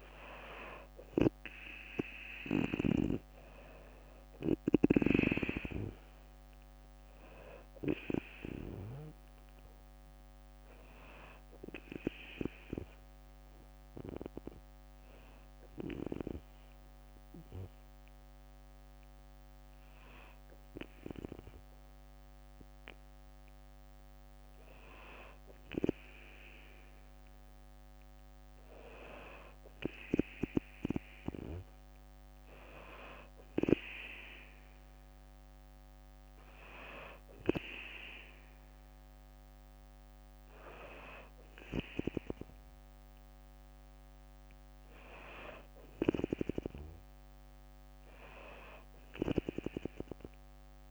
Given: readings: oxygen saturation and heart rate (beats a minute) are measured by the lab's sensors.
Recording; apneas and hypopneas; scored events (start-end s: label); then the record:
breathing in sleep by a microphone on the trachea; 1
5.00-18.00 s: drop in pulse transit time (device-marked, heart rate 61 before, 60 extreme)
6.50-9.50 s: arousal
11.50-22.50 s: hypopnea (oxygen 96% before, 94% lowest, heart rate 63 before, 59 extreme, up 1 after)
17.00-21.00 s: bradycardia (device-marked, heart rate 62 before, 59 extreme)
25.50-28.00 s: arousal
From the record:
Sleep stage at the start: N2 (light sleep); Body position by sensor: on the back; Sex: female